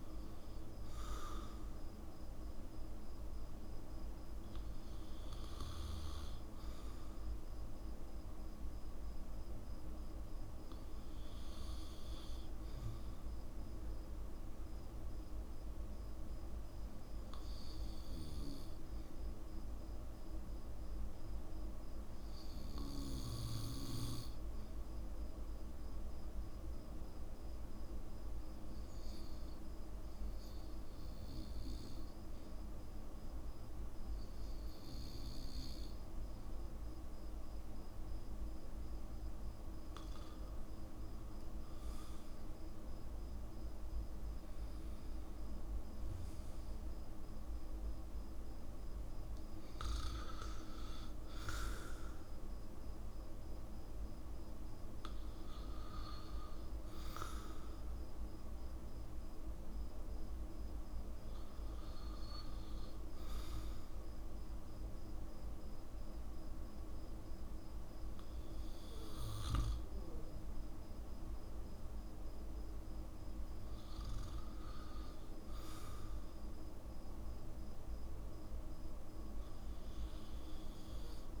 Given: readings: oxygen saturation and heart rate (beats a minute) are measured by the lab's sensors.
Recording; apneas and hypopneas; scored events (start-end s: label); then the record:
breathing in sleep, hard to hear, by a room microphone; 1
5.50-81.40 s: new sleep stage, N2 (light sleep)
12.00-15.50 s: arousal
19.50-39.00 s: obstructive apnea (oxygen 96% before, 94% lowest, heart rate 59 before, 53 extreme, up 7 after)
42.50-47.00 s: arousal
From the record:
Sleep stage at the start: REM sleep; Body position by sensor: on the back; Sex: male